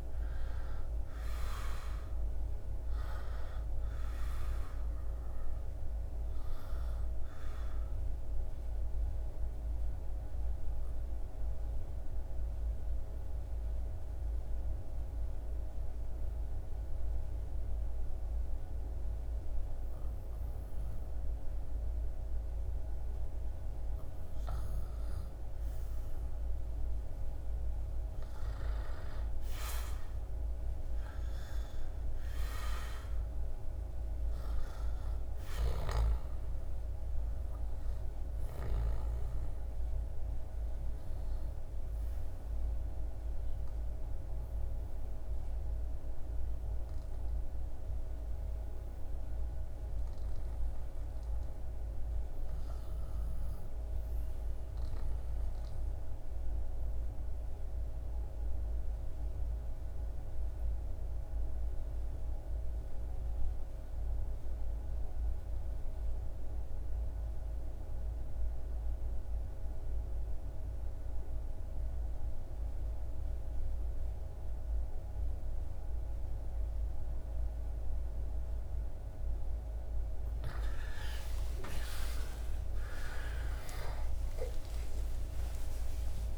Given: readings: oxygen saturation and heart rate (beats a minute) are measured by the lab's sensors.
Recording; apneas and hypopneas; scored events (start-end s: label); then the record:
breathing in sleep by a room microphone; 2
0.00-19.50 s: oxygen desaturation (device-marked, oxygen 93% lowest, heart rate 69 extreme)
6.50-22.50 s: obstructive apnea (oxygen 99% before, 93% lowest, heart rate 79 before, 69 extreme, up 7 after)
26.50-32.00 s: arousal
40.50-77.50 s: obstructive apnea (oxygen 99% before, 86% lowest, heart rate 75 before, 61 extreme, up 19 after)
67.50-86.38 s: oxygen desaturation (device-marked, oxygen 98% before, 86% lowest, heart rate 72 before, 61 extreme)
80.00-86.00 s: arousal
81.50-86.38 s: new sleep stage, N1 (lightest sleep)
From the record:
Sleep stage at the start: N2 (light sleep); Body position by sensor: on the back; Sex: male